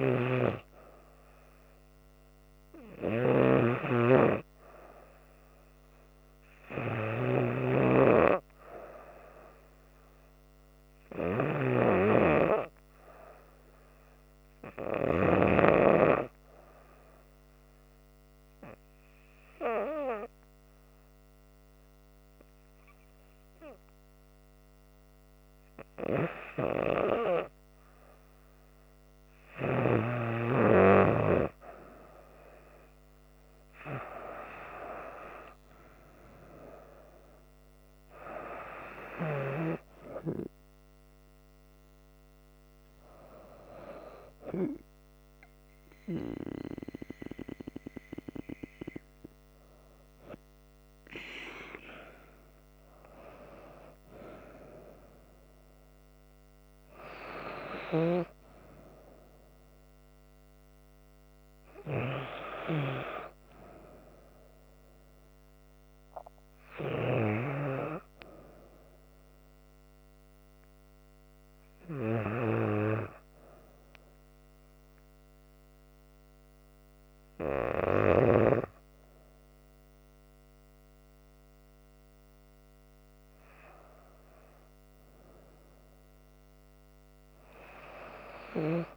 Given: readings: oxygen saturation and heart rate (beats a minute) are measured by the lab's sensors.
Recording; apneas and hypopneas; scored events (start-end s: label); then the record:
breathing in sleep by a microphone on the trachea; 1
0.00-2.50 s: arousal
0.00-15.50 s: snoring (device-marked)
0.00-25.00 s: oxygen desaturation (device-marked, oxygen 91% lowest, heart rate 67 extreme)
14.50-28.00 s: hypopnea (oxygen 94% before, 91% lowest, heart rate 76 before, 67 extreme, up 1 after)
30.00-34.00 s: arousal
From the record:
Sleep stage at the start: N2 (light sleep); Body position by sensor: on the back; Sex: female